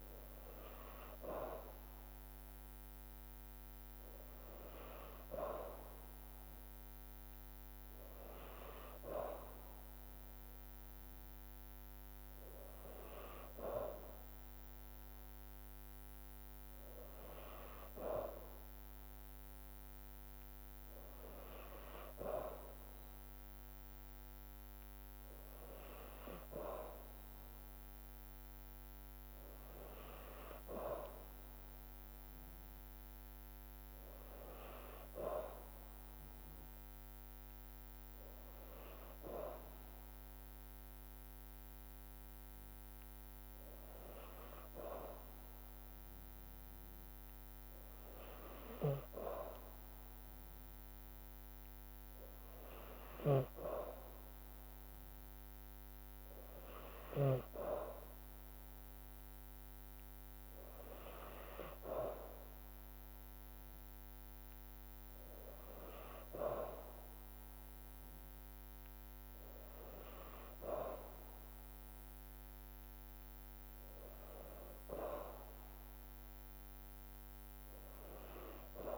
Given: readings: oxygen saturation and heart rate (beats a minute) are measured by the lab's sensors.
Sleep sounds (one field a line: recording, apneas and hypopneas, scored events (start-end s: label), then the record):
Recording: breathing in sleep by a microphone on the trachea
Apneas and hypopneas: none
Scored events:
13.00-29.00 s: drop in pulse transit time (device-marked, heart rate 54 before, 53 extreme)
From the record:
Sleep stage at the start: N2 (light sleep)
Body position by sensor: on the back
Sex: female